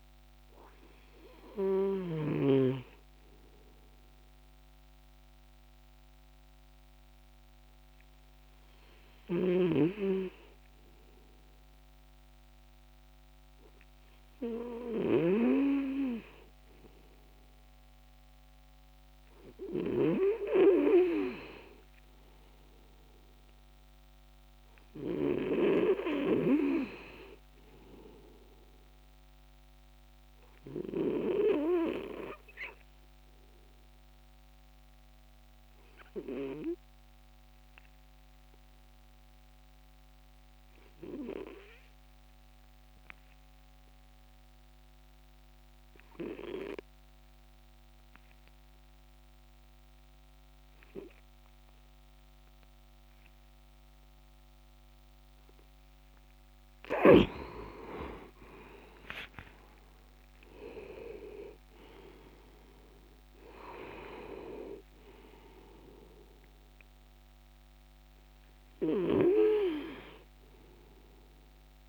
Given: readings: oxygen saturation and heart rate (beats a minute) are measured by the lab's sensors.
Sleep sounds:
breathing in sleep by a microphone on the trachea; 1
28.00-56.50 s: obstructive apnea (oxygen 98% before, 89% lowest, heart rate 62 before, 60 extreme, up 18 after)
54.00-71.89 s: oxygen desaturation (device-marked, oxygen 96% before, 89% lowest, heart rate 63 before, 53 extreme)
58.00-63.00 s: arousal
From the record:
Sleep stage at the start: N2 (light sleep); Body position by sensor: on the back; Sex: male

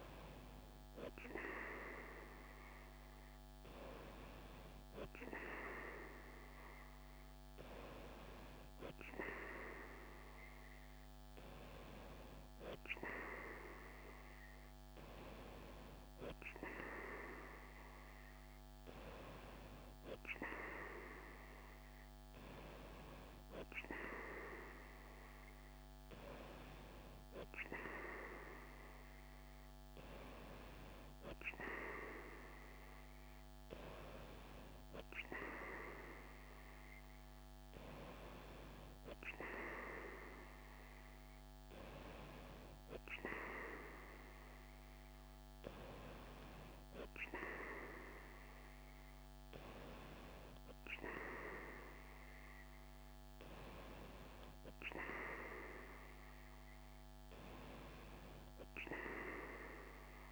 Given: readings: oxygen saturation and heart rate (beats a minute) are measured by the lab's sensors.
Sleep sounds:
breathing in sleep by a microphone on the trachea; none
none scored
From the record:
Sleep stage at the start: N3 (deep sleep); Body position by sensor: on the right side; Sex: female

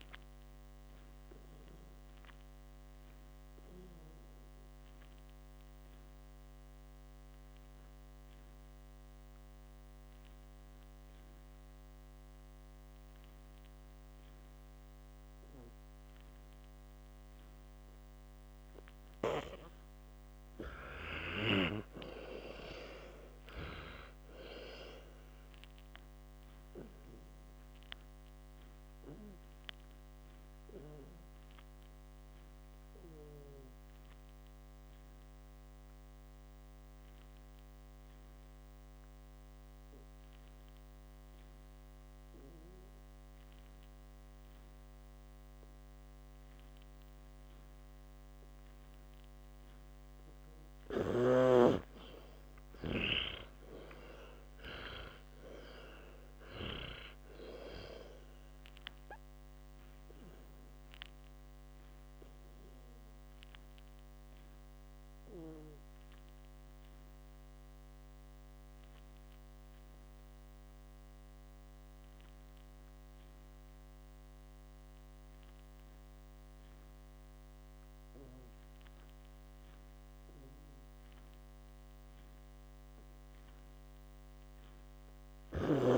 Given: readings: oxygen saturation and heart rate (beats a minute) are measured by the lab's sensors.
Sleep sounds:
breathing in sleep by a microphone on the trachea; 3
4.50-17.00 s: obstructive apnea (oxygen 97% before, 91% lowest, heart rate 72 before, 57 extreme, up 40 after)
20.00-23.50 s: arousal
34.00-49.00 s: obstructive apnea (oxygen 95% before, 91% lowest, heart rate 71 before, 55 extreme, up 48 after)
48.00-58.00 s: oxygen desaturation (device-marked, oxygen 96% before, 91% lowest, heart rate 61 before, 57 extreme)
51.50-55.50 s: arousal
62.00-72.00 s: oxygen desaturation (device-marked, oxygen 95% before, 92% lowest, heart rate 73 before, 57 extreme)
64.50-80.50 s: obstructive apnea (oxygen 96% before, 91% lowest, heart rate 73 before, 56 extreme, up 8 after)
74.00-85.98 s: oxygen desaturation (device-marked, oxygen 94% before, 91% lowest, heart rate 73 before, 56 extreme)
From the record:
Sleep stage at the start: N2 (light sleep); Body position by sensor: on the back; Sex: male

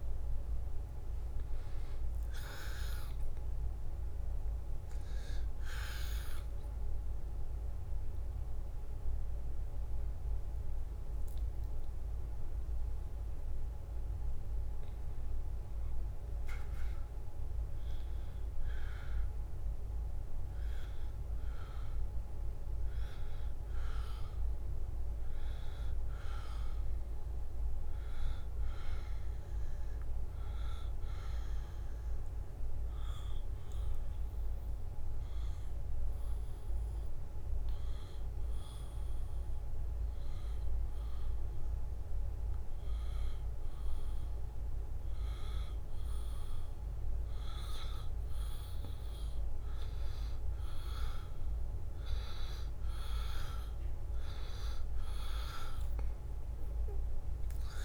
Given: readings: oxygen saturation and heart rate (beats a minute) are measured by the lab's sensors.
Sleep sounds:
breathing in sleep by a room microphone; 1
0.00-3.50 s: arousal
0.00-18.00 s: oxygen desaturation (device-marked, oxygen 95% before, 89% lowest, heart rate 73 before, 73 extreme)
32.50-48.00 s: hypopnea (oxygen 95% before, 90% lowest, heart rate 77 before, 71 extreme, up 1 after)
54.00-57.84 s: oxygen desaturation (device-marked, oxygen 95% before, 90% lowest, heart rate 73 before, 72 extreme)
55.00-57.84 s: drop in pulse transit time (device-marked, heart rate 73 before, 73 extreme)
From the record:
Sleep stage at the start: N2 (light sleep); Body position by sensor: on the back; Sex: male

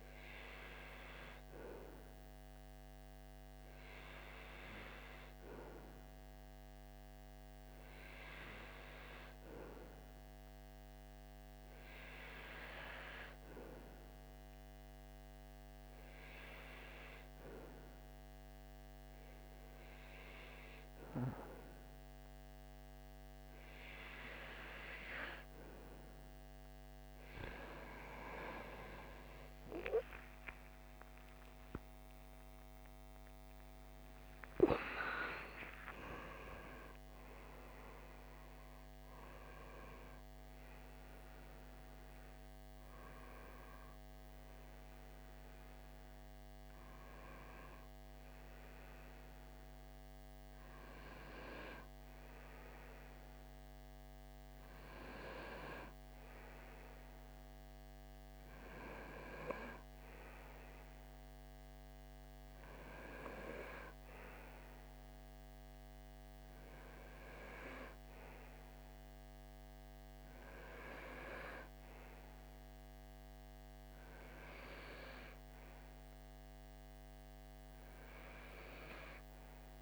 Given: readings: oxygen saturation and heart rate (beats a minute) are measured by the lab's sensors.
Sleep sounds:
breathing in sleep by a microphone on the trachea; none
29.50-35.00 s: arousal
From the record:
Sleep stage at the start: REM sleep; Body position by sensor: on the right side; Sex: male

